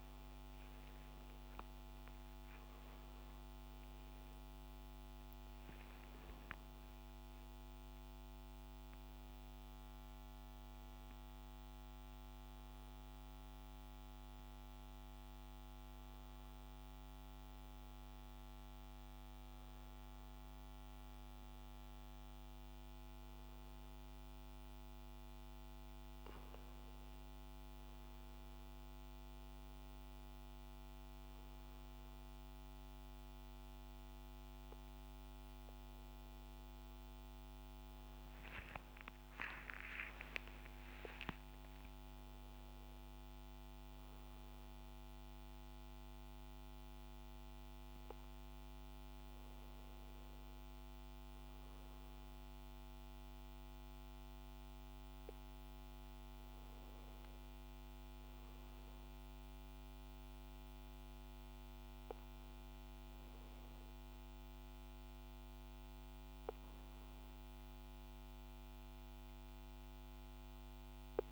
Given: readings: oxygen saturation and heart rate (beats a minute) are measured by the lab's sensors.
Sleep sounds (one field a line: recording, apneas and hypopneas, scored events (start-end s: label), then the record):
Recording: a person awake in a sleep study, hard to hear, by a microphone on the trachea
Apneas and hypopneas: none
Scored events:
none scored
From the record:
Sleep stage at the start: awake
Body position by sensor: upright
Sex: male